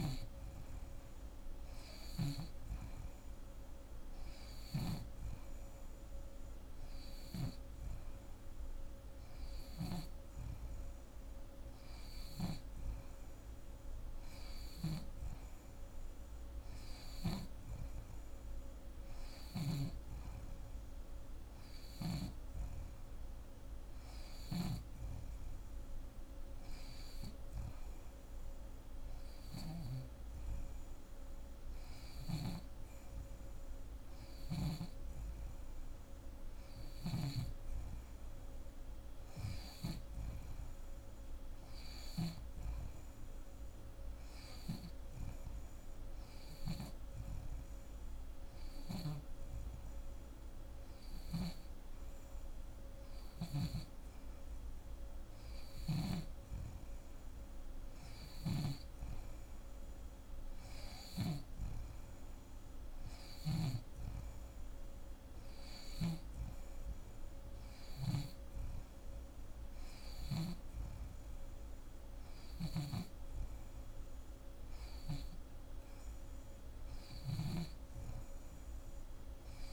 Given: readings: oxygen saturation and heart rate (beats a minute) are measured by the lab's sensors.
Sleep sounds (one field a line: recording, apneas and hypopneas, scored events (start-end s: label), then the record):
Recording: breathing in sleep by a room microphone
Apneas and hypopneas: none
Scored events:
0.00-2.00 s: snoring (device-marked)
19.00-29.50 s: snoring (device-marked)
36.50-42.00 s: snoring (device-marked)
55.50-61.00 s: snoring (device-marked)
63.00-77.00 s: snoring (device-marked)
From the record:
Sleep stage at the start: N2 (light sleep)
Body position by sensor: on the back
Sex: female